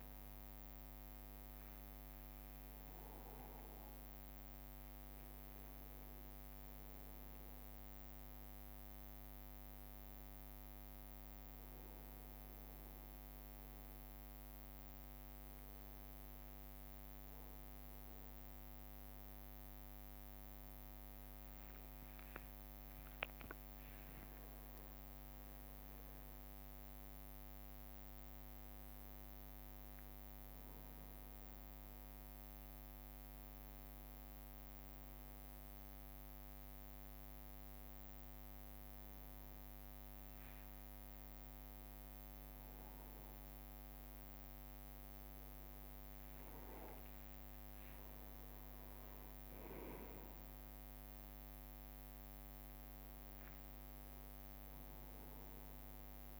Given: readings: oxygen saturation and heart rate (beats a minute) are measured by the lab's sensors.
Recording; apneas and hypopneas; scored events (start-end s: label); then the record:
a person awake in a sleep study, hard to hear, by a microphone on the trachea; none
0.00-4.00 s: leg movement (device-marked)
0.00-4.50 s: bradycardia (device-marked)
3.00-5.00 s: long interval between heartbeats (device-marked)
5.50-9.50 s: leg movement (device-marked)
11.00-15.00 s: leg movement (device-marked)
16.50-20.50 s: leg movement (device-marked)
21.50-26.00 s: leg movement (device-marked)
26.50-30.50 s: leg movement (device-marked)
32.00-36.00 s: leg movement (device-marked)
37.00-41.00 s: leg movement (device-marked)
41.50-43.50 s: long interval between heartbeats (device-marked, heart rate 65 before, 73 extreme)
42.00-45.50 s: leg movement (device-marked)
46.50-51.00 s: leg movement (device-marked)
48.00-50.00 s: long interval between heartbeats (device-marked, heart rate 67 before, 75 extreme)
48.50-56.40 s: drop in pulse transit time (device-marked, heart rate 68 before, 65 extreme)
51.50-55.50 s: leg movement (device-marked)
From the record:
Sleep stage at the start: awake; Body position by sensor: on the back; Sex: male